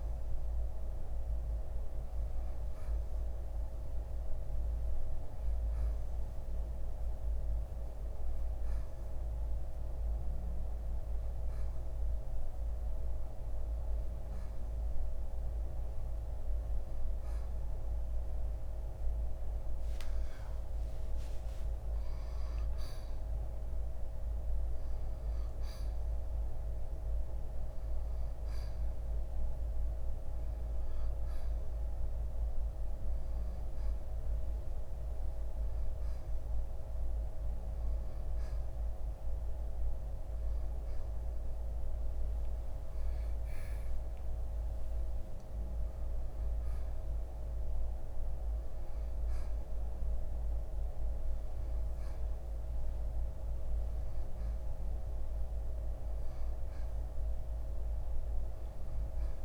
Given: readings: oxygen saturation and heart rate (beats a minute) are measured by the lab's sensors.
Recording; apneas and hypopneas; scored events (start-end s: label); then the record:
a person awake in a sleep study, hard to hear, by a room microphone; none
38.00-59.45 s: new sleep stage, N1 (lightest sleep)
From the record:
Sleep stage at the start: awake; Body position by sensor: on the right side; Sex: male